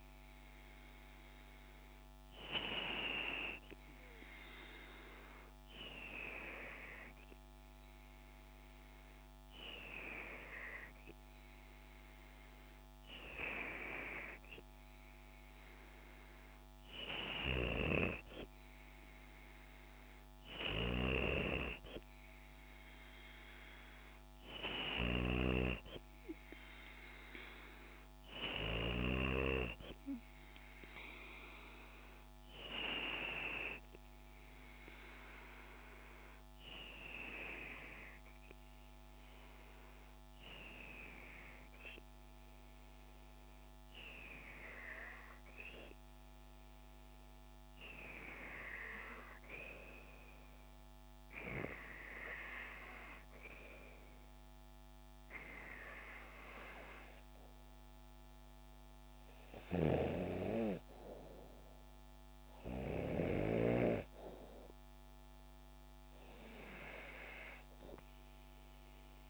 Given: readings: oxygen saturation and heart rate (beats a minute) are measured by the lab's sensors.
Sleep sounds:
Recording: breathing in sleep by a microphone on the trachea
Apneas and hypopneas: 2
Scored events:
3.50-15.50 s: hypopnea (oxygen 97% before, 94% lowest, heart rate 71 before, 69 extreme, up 2 after)
17.50-21.00 s: arousal
34.00-48.50 s: obstructive apnea (oxygen 96% before, 94% lowest, heart rate 72 before, 68 extreme, up 0 after)
52.50-55.50 s: arousal
From the record:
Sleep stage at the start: N2 (light sleep)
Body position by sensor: on the back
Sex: female

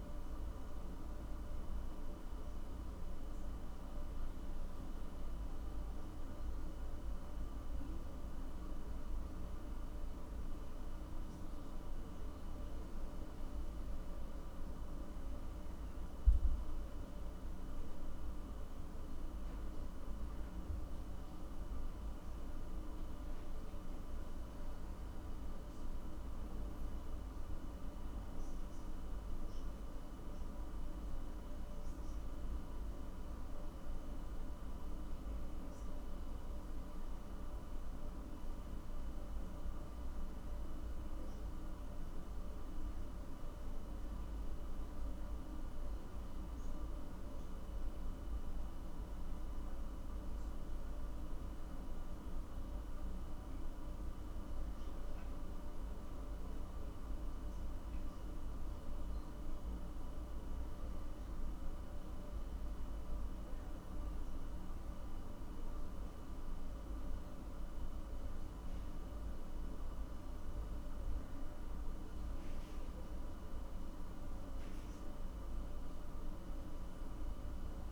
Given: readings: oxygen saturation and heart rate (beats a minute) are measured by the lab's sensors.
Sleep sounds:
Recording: a person awake in a sleep study, hard to hear, by a room microphone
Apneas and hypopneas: none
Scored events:
none scored
From the record:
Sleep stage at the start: awake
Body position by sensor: on the back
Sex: male

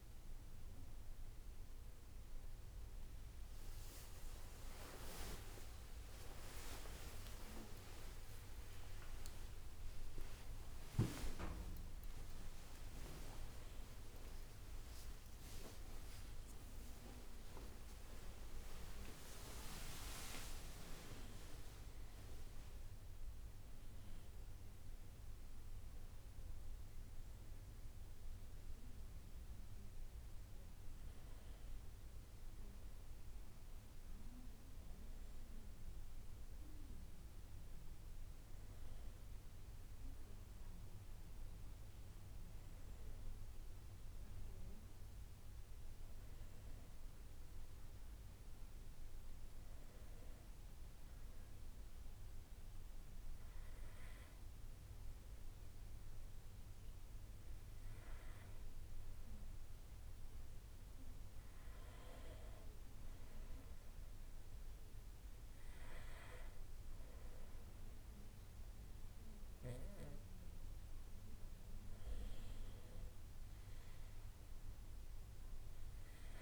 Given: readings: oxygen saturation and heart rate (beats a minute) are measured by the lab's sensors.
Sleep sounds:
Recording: a person awake in a sleep study, by a room microphone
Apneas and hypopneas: 1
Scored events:
0.00-12.00 s: oxygen desaturation (device-marked, oxygen 91% lowest, heart rate 63 extreme)
0.00-13.00 s: drop in pulse transit time (device-marked, heart rate 63 extreme)
7.00-9.00 s: long interval between heartbeats (device-marked, heart rate 66 before, 85 extreme)
8.00-18.00 s: tachycardia (device-marked, heart rate 66 before, 139 extreme)
11.50-13.50 s: long interval between heartbeats (device-marked, heart rate 71 before, 111 extreme)
14.50-16.50 s: long interval between heartbeats (device-marked, heart rate 78 before, 116 extreme)
44.00-76.42 s: new sleep stage, N2 (light sleep)
52.50-63.00 s: hypopnea (oxygen 99% before, 91% lowest, heart rate 67 before, 63 extreme, up 3 after)
65.50-70.00 s: arousal
From the record:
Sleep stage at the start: awake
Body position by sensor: on the back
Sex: male

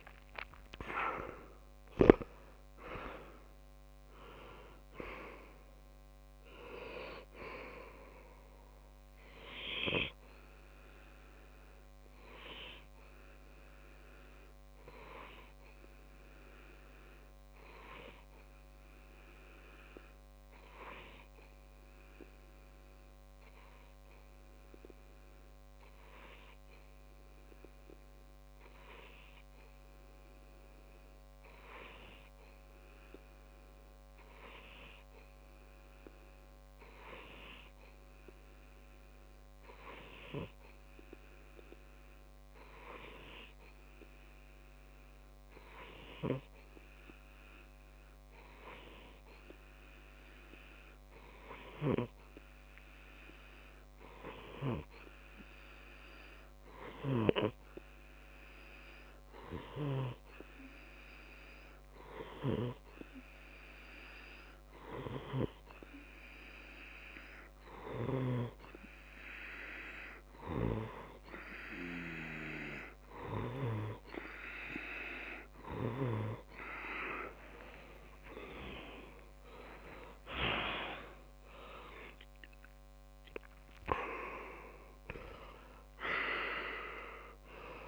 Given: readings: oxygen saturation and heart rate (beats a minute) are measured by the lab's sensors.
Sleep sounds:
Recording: breathing in sleep by a microphone on the trachea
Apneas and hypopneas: 1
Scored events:
12.50-76.50 s: obstructive apnea (oxygen 96% before, 94% lowest)
77.50-81.00 s: arousal
From the record:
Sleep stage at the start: N2 (light sleep)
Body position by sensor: on the left side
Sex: male

